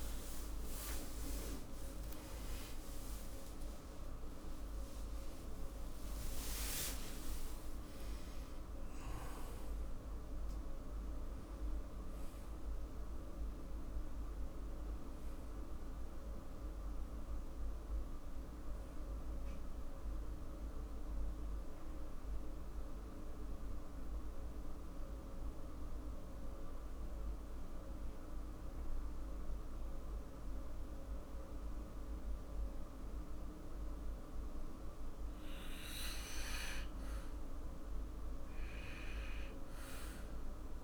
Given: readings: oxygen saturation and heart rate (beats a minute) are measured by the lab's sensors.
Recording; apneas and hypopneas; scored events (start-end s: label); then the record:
a person partly awake in a sleep study, hard to hear, by a room microphone; 1
4.50-6.50 s: long interval between heartbeats (device-marked, heart rate 64 before, 105 extreme)
6.50-8.50 s: long interval between heartbeats (device-marked, heart rate 69 before, 115 extreme)
13.50-40.84 s: new sleep stage, N1 (lightest sleep)
23.50-35.00 s: central apnea (oxygen 95% before, 95% lowest, heart rate 88 before, 56 extreme, up 0 after)
37.50-40.84 s: arousal
From the record:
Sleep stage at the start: awake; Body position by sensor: on the back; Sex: male